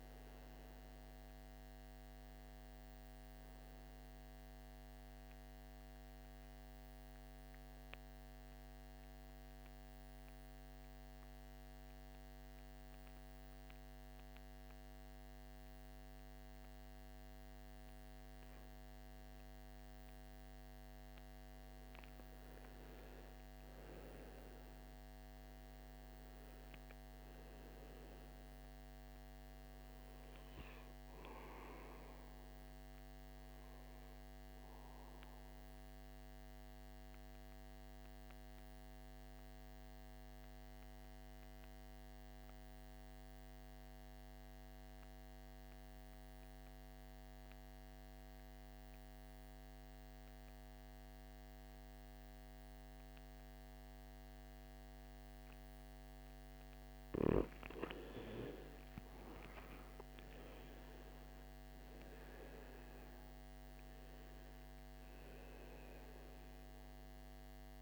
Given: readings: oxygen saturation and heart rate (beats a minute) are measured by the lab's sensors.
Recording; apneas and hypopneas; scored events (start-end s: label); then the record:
breathing in sleep, hard to hear, by a microphone on the trachea; 2
0.00-4.00 s: oxygen desaturation (device-marked, oxygen 86% lowest, heart rate 51 extreme)
4.00-19.00 s: obstructive apnea (oxygen 96% before, 88% lowest, heart rate 77 before, 51 extreme, up 8 after)
22.00-24.50 s: arousal
26.00-43.00 s: oxygen desaturation (device-marked, oxygen 99% before, 94% lowest, heart rate 54 before, 58 extreme)
35.50-56.50 s: obstructive apnea (oxygen 99% before, 88% lowest, heart rate 57 before, 56 extreme, up 12 after)
58.00-67.82 s: oxygen desaturation (device-marked, oxygen 97% before, 90% lowest, heart rate 60 before, 54 extreme)
59.50-64.00 s: arousal
From the record:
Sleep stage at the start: N2 (light sleep); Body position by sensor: on the right side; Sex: male